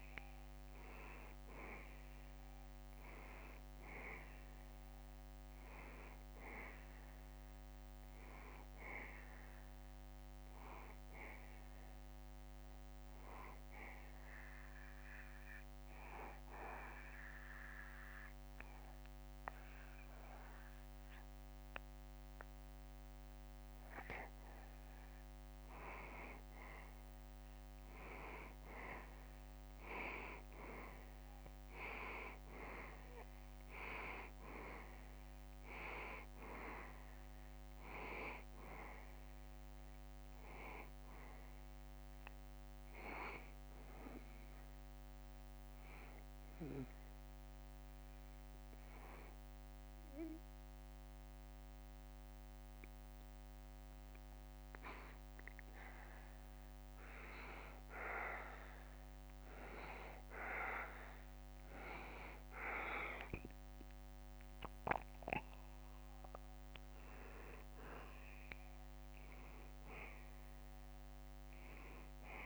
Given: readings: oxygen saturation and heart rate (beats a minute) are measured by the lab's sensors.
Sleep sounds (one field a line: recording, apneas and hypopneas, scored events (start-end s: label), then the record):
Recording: breathing in sleep by a microphone on the trachea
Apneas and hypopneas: 2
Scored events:
9.00-23.00 s: oxygen desaturation (device-marked, oxygen 95% before, 91% lowest, heart rate 75 before, 70 extreme)
15.50-26.00 s: obstructive apnea (oxygen 95% before, 89% lowest, heart rate 75 before, 70 extreme, up 0 after)
28.50-33.00 s: arousal
38.00-55.00 s: oxygen desaturation (device-marked, oxygen 94% before, 89% lowest, heart rate 72 before, 71 extreme)
49.00-63.50 s: hypopnea (oxygen 94% before, 89% lowest, heart rate 74 before, 70 extreme, up 7 after)
65.50-69.00 s: arousal
66.00-72.46 s: oxygen desaturation (device-marked, oxygen 95% before, 91% lowest, heart rate 73 before, 69 extreme)
From the record:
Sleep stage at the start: N2 (light sleep)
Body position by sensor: on the back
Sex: male